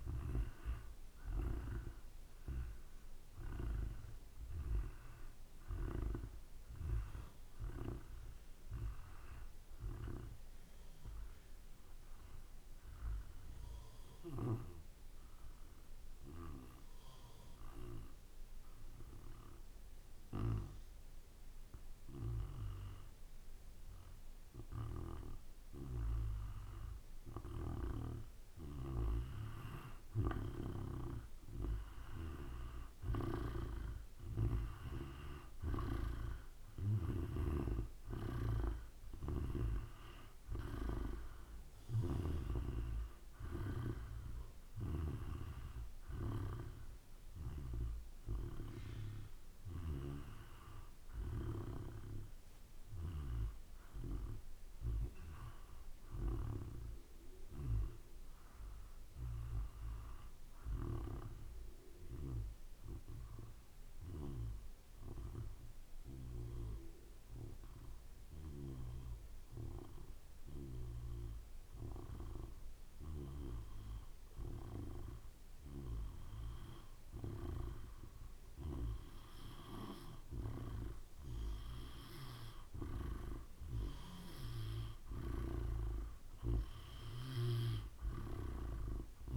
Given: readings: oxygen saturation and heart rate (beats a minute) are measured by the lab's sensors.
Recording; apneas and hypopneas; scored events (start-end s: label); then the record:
breathing in sleep by a room microphone; 2
0.00-17.00 s: oxygen desaturation (device-marked, oxygen 91% lowest, heart rate 53 extreme)
14.00-26.50 s: obstructive apnea (oxygen 96% before, 90% lowest, heart rate 56 before, 54 extreme, up 3 after)
28.50-32.50 s: arousal
32.00-55.00 s: oxygen desaturation (device-marked, oxygen 96% before, 90% lowest, heart rate 55 before, 54 extreme)
37.00-42.50 s: snoring (device-marked)
56.50-60.50 s: arousal
63.00-77.00 s: hypopnea (oxygen 95% before, 90% lowest, heart rate 56 before, 55 extreme, up 2 after)
78.50-82.50 s: arousal
81.00-89.37 s: oxygen desaturation (device-marked, oxygen 94% before, 90% lowest, heart rate 55 before, 55 extreme)
82.00-88.00 s: snoring (device-marked)
From the record:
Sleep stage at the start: N2 (light sleep); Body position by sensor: on the back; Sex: male